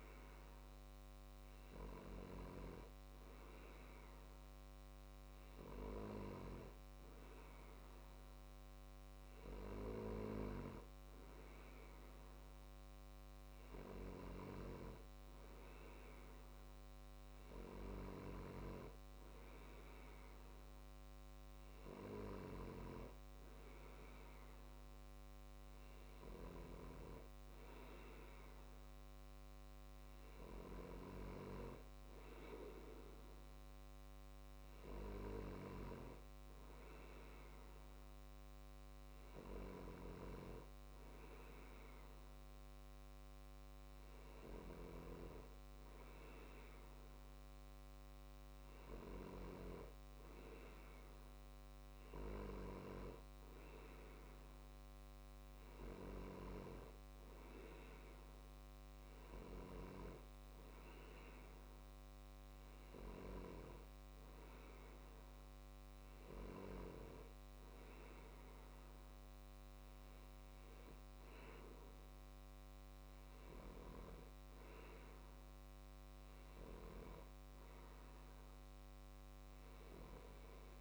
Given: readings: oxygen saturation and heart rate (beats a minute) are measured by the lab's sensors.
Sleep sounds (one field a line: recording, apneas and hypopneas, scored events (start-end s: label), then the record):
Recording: breathing in sleep by a microphone on the trachea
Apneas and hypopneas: none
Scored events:
none scored
From the record:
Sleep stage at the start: N2 (light sleep)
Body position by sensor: on the left side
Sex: male